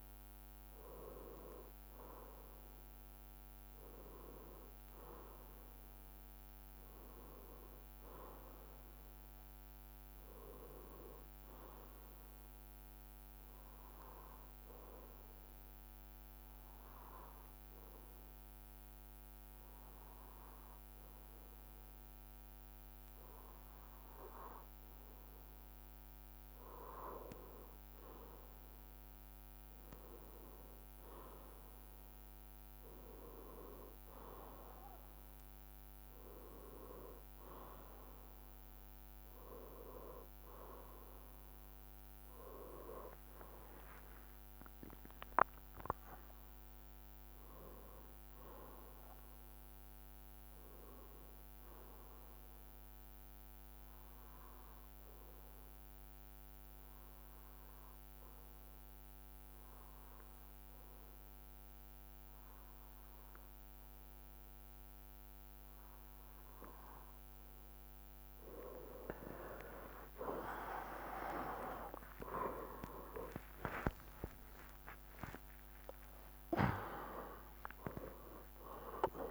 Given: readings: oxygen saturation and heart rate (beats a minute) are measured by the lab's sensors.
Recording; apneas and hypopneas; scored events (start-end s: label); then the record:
breathing in sleep by a microphone on the trachea; 2
0.00-2.50 s: bradycardia (device-marked, heart rate 52 extreme)
6.50-28.50 s: bradycardia (device-marked, heart rate 62 before, 56 extreme)
14.50-25.00 s: hypopnea (oxygen 98% before, 93% lowest, heart rate 57 before, 56 extreme, up 4 after)
31.50-55.50 s: drop in pulse transit time (device-marked, heart rate 57 before, 57 extreme)
41.50-46.50 s: arousal
49.50-67.50 s: bradycardia (device-marked, heart rate 62 before, 52 extreme)
54.00-67.00 s: hypopnea (oxygen 96% before, 93% lowest, heart rate 61 before, 51 extreme)
55.50-79.31 s: new sleep stage, N1 (lightest sleep)
68.00-74.50 s: arousal
70.50-72.50 s: long interval between heartbeats (device-marked, heart rate 56 before, 64 extreme)
70.50-79.31 s: tachycardia (device-marked, heart rate 62 before, 145 extreme)
73.00-75.00 s: long interval between heartbeats (device-marked, heart rate 56 before, 96 extreme)
76.50-78.50 s: long interval between heartbeats (device-marked, heart rate 67 before, 137 extreme)
From the record:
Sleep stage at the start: N2 (light sleep); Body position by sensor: on the left side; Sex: male